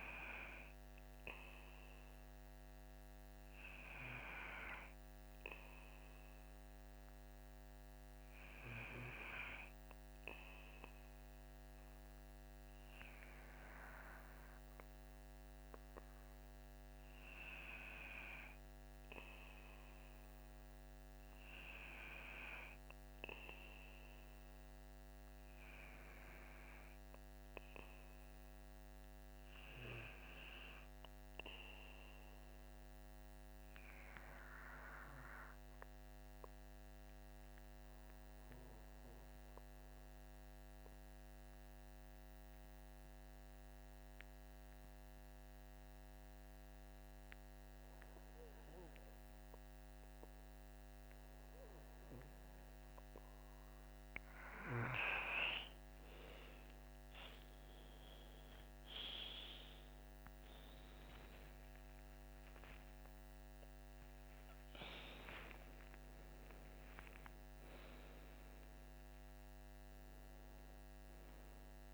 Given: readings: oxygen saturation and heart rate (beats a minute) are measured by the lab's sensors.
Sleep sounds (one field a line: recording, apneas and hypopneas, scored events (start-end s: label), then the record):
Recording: breathing in sleep by a microphone on the trachea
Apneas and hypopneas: 1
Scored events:
38.00-49.50 s: obstructive apnea (oxygen 97% before, 95% lowest, heart rate 57 before, 57 extreme, up 6 after)
55.50-61.00 s: arousal
58.00-64.00 s: tachycardia (device-marked, heart rate 57 before, 129 extreme)
From the record:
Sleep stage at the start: N2 (light sleep)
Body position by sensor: on the back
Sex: male